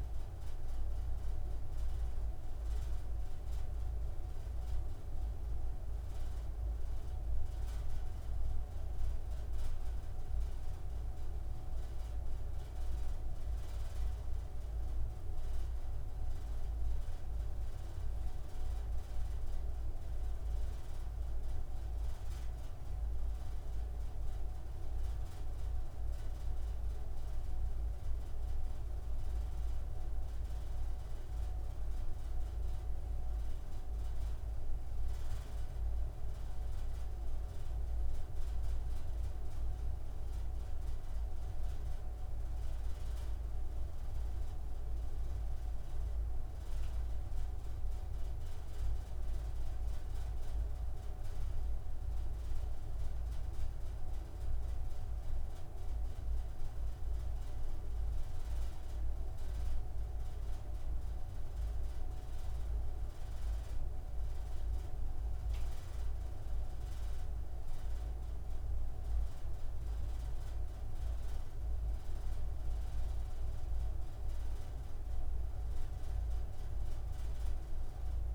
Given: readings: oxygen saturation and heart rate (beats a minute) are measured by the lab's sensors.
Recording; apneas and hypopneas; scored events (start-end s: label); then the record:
breathing in sleep, hard to hear, by a room microphone; none
none scored
From the record:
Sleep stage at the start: N3 (deep sleep); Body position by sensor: on the front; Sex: male